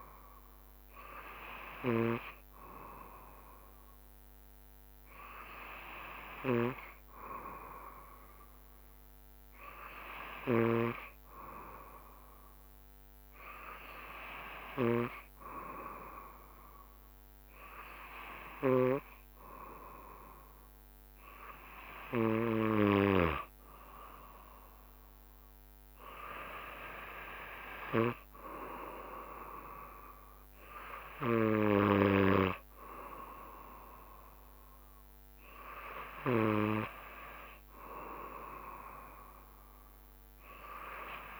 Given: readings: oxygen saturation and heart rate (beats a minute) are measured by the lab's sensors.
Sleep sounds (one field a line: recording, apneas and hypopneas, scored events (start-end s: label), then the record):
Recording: breathing in sleep by a microphone on the trachea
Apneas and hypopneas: none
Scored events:
17.00-30.00 s: drop in pulse transit time (device-marked, heart rate 68 before, 68 extreme)
From the record:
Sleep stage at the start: N2 (light sleep)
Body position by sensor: on the back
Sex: male